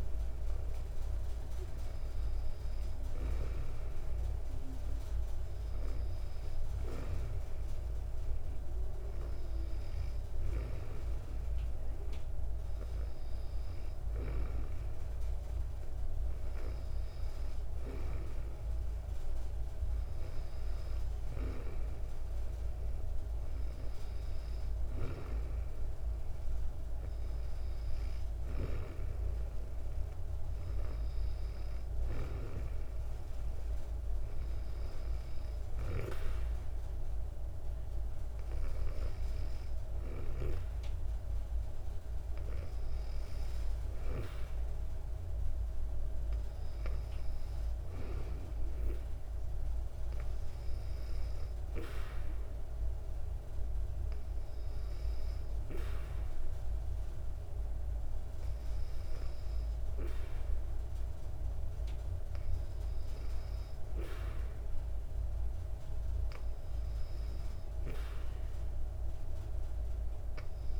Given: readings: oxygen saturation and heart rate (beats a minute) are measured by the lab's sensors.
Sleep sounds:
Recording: breathing in sleep by a room microphone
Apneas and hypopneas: none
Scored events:
none scored
From the record:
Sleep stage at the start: N2 (light sleep)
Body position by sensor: on the back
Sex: female

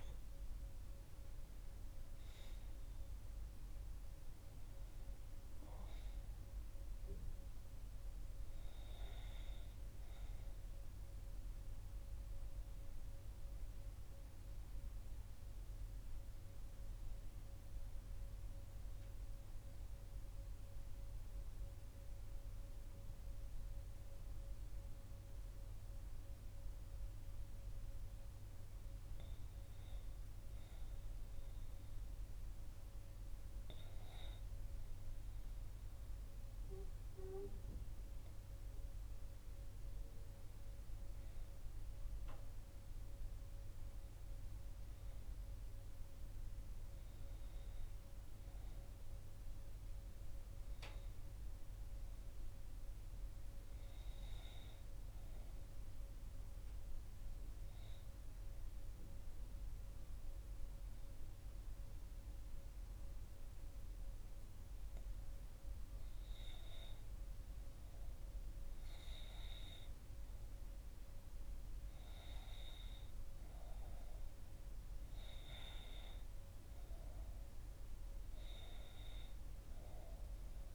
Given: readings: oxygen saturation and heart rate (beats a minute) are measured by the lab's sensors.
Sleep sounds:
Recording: breathing in sleep, hard to hear, by a room microphone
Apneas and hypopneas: 2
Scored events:
18.00-29.50 s: central apnea (oxygen 96% before, 91% lowest, heart rate 65 before, 60 extreme, up 1 after)
31.50-35.00 s: arousal
42.00-51.00 s: oxygen desaturation (device-marked, oxygen 97% before, 92% lowest, heart rate 61 before, 60 extreme)
56.50-66.50 s: obstructive apnea (oxygen 97% before, 91% lowest, heart rate 61 before, 60 extreme, up 1 after)
69.50-73.00 s: arousal
From the record:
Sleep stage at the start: N2 (light sleep)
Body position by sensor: on the right side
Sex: female

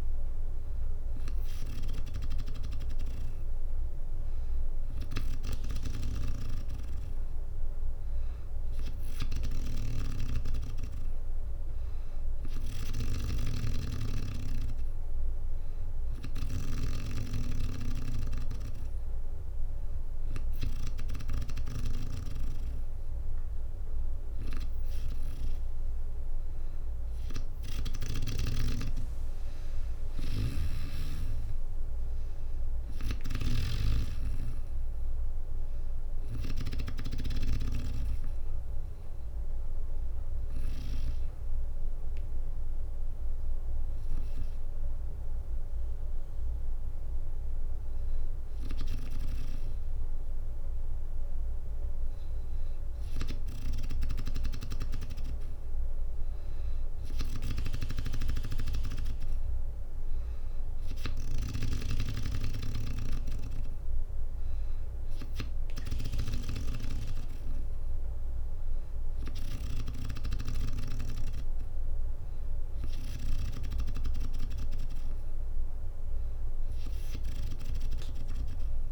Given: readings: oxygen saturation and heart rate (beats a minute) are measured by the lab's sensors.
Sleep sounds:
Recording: breathing in sleep by a room microphone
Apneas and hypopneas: 1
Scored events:
9.00-21.50 s: snoring (device-marked)
27.50-31.50 s: arousal
28.00-39.00 s: drop in pulse transit time (device-marked, heart rate 61 before, 64 extreme)
32.50-36.50 s: snoring (device-marked)
39.50-51.50 s: hypopnea (oxygen 96% before, 94% lowest, heart rate 64 before, 58 extreme, up 11 after)
40.00-48.00 s: bradycardia (device-marked, heart rate 63 before, 58 extreme)
55.50-58.00 s: arousal
56.50-69.50 s: snoring (device-marked)
72.00-74.00 s: long interval between heartbeats (device-marked, heart rate 66 before, 70 extreme)
From the record:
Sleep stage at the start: N2 (light sleep)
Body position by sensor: on the back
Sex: female

